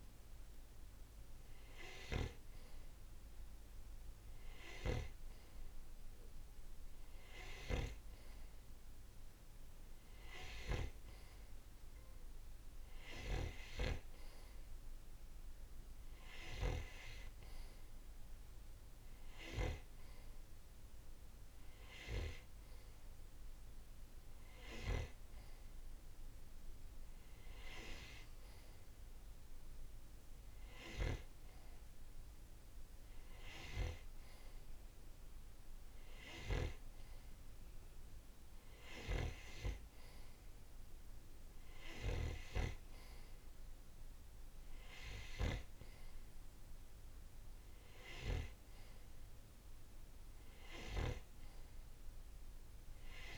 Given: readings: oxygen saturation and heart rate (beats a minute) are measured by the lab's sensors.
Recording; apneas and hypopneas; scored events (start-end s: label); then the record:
breathing in sleep by a room microphone; none
none scored
From the record:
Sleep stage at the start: N2 (light sleep); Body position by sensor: on the right side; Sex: male